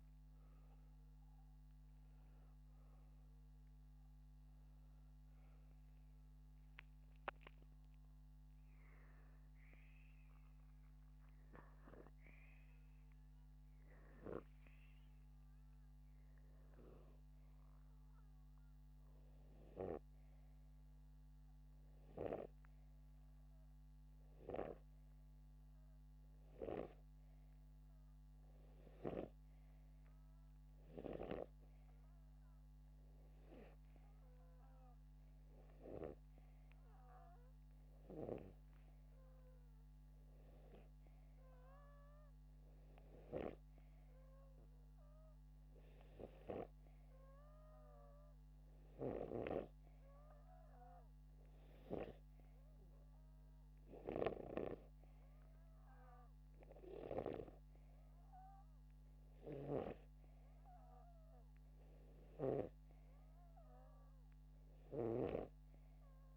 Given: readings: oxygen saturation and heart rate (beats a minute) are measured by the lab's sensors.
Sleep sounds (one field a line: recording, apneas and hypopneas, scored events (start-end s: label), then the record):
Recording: breathing in sleep by a microphone on the trachea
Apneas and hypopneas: none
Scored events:
60.00-63.50 s: snoring (device-marked)
From the record:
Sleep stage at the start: N2 (light sleep)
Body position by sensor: upright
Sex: male